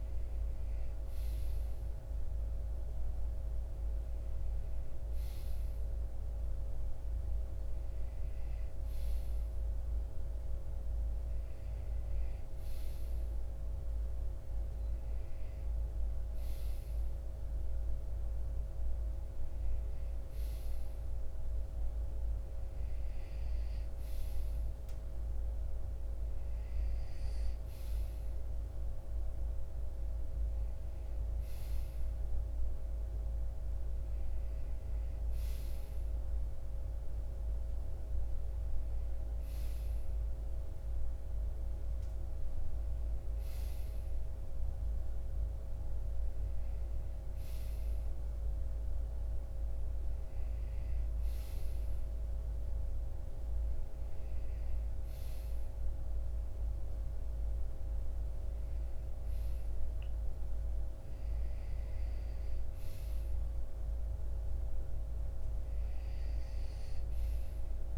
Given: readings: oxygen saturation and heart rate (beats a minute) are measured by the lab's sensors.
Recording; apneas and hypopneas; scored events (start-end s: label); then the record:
breathing in sleep, hard to hear, by a room microphone; none
53.00-67.98 s: new sleep stage, N2 (light sleep)
From the record:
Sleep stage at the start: REM sleep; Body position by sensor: on the right side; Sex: male